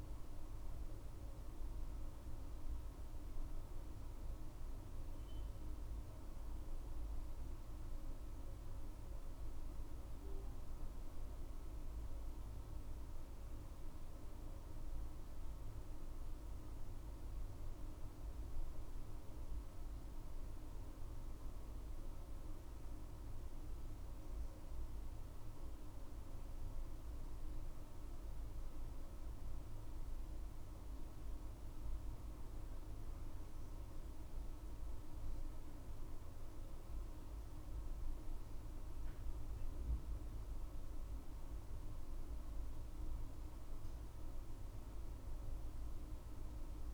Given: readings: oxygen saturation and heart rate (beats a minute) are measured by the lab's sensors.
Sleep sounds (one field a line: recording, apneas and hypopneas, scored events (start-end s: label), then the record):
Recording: breathing in sleep, hard to hear, by a room microphone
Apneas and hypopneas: none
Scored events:
none scored
From the record:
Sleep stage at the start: N2 (light sleep)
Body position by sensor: on the back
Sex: female